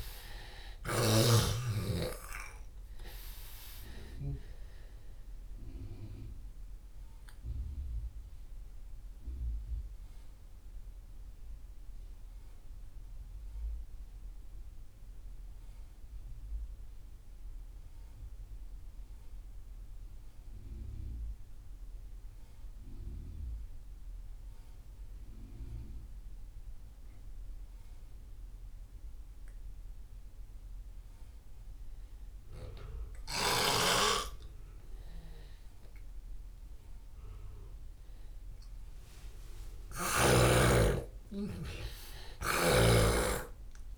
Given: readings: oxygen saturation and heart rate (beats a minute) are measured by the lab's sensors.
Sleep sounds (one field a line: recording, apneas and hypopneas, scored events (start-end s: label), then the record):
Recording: breathing in sleep by a room microphone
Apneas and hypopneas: 1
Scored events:
0.00-1.50 s: snoring (device-marked)
0.00-27.00 s: oxygen desaturation (device-marked, oxygen 84% lowest)
7.50-38.00 s: mixed apnea (oxygen 98% before, 84% lowest)
41.00-43.98 s: oxygen desaturation (device-marked, oxygen 98% before, 85% lowest)
41.50-43.98 s: arousal
From the record:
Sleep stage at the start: N2 (light sleep)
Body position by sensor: on the left side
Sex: male